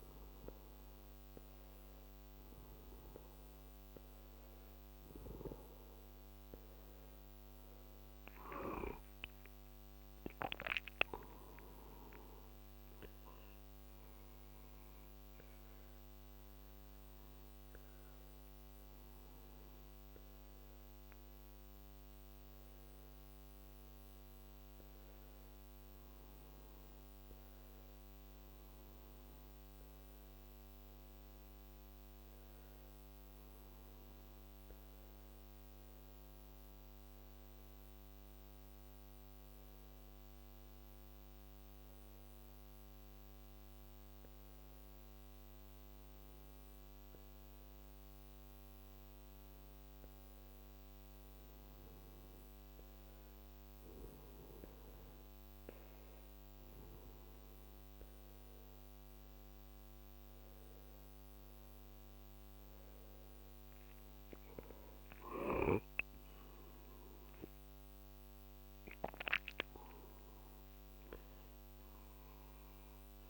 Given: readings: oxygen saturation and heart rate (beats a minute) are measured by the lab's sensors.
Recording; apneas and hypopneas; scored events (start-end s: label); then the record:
breathing in sleep by a microphone on the trachea; 1
9.50-13.50 s: arousal
38.00-63.00 s: hypopnea (oxygen 93% before, 91% lowest, heart rate 57 before, 55 extreme, up 7 after)
65.00-69.50 s: arousal
From the record:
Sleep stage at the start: N2 (light sleep); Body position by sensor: on the back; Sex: male